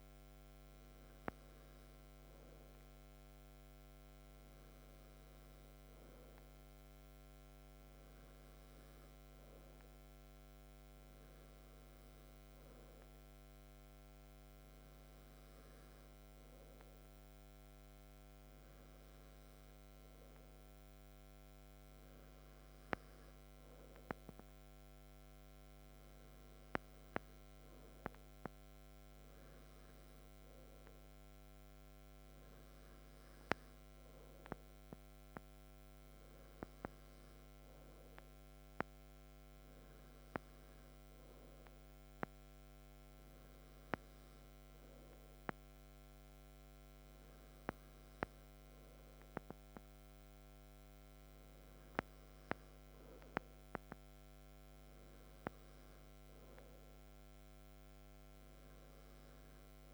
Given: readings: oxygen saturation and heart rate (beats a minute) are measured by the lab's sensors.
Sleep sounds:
breathing in sleep by a microphone on the trachea; none
none scored
From the record:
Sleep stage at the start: N2 (light sleep); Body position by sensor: on the back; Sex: male

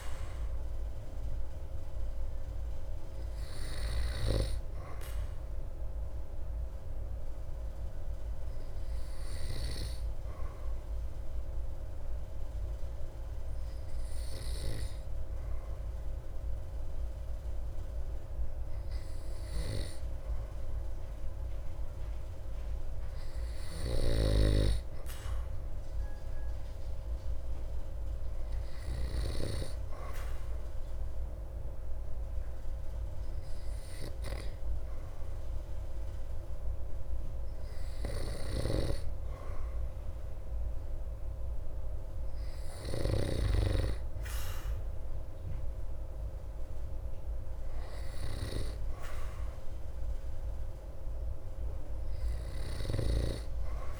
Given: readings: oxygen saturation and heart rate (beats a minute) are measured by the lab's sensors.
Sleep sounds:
breathing in sleep by a room microphone; 1
9.00-20.50 s: hypopnea (oxygen 97% before, 95% lowest)
24.50-28.00 s: arousal
38.00-43.00 s: snoring (device-marked)
From the record:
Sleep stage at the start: N2 (light sleep); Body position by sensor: on the back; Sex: male

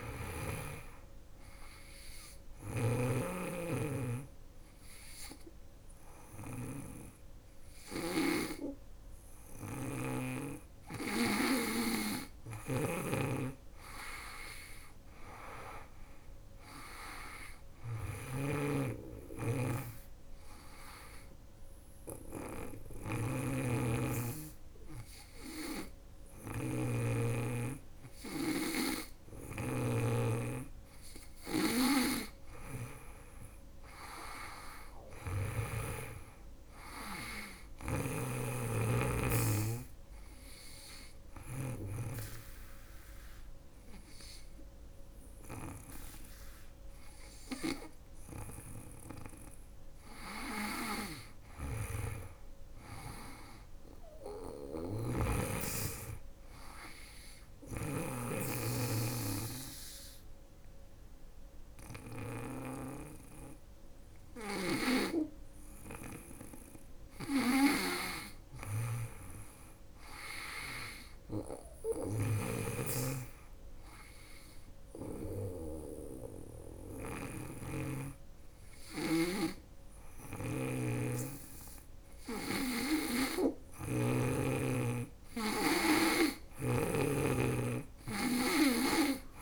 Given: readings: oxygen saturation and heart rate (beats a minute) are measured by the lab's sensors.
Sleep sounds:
breathing in sleep by a room microphone; 5
0.50-11.00 s: obstructive apnea (oxygen 98% before, 95% lowest, heart rate 79 before, 76 extreme, up 4 after)
1.50-35.00 s: snoring (device-marked)
13.00-16.50 s: arousal
20.00-30.00 s: obstructive apnea (oxygen 98% before, 96% lowest, heart rate 80 before, 76 extreme, up 5 after)
32.50-36.00 s: arousal
37.00-41.00 s: snoring (device-marked)
39.50-50.00 s: obstructive apnea (oxygen 98% before, 96% lowest, heart rate 79 before, 73 extreme, up 5 after)
50.50-54.50 s: snoring (device-marked)
51.50-54.00 s: arousal
56.00-66.00 s: obstructive apnea (oxygen 98% before, 96% lowest, heart rate 79 before, 72 extreme, up 7 after)
56.50-83.50 s: snoring (device-marked)
68.00-70.50 s: arousal
73.50-83.50 s: obstructive apnea (oxygen 99% before, 95% lowest, heart rate 78 before, 72 extreme, up 8 after)
85.50-89.00 s: arousal
85.50-89.00 s: snoring (device-marked)
From the record:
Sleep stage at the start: N2 (light sleep); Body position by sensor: on the back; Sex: female

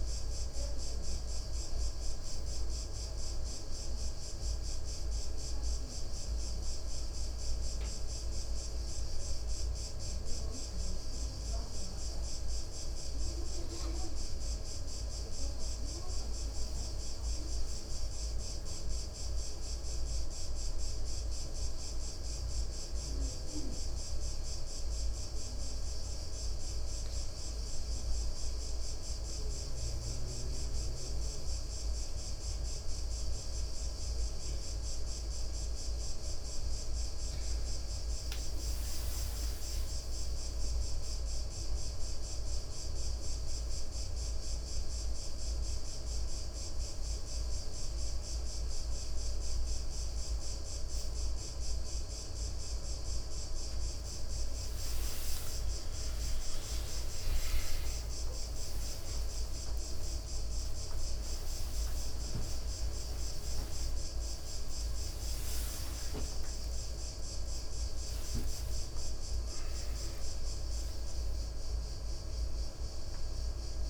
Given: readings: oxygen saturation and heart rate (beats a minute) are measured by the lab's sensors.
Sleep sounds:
a person partly awake in a sleep study, hard to hear, by a room microphone; 1
17.50-22.00 s: arousal
28.50-38.50 s: central apnea (oxygen 97% before, 94% lowest, heart rate 61 before, 57 extreme, up 12 after)
47.00-73.90 s: new sleep stage, awake
56.00-73.00 s: tachycardia (device-marked, heart rate 65 before, 156 extreme)
From the record:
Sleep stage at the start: N2 (light sleep); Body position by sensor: on the right side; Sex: male

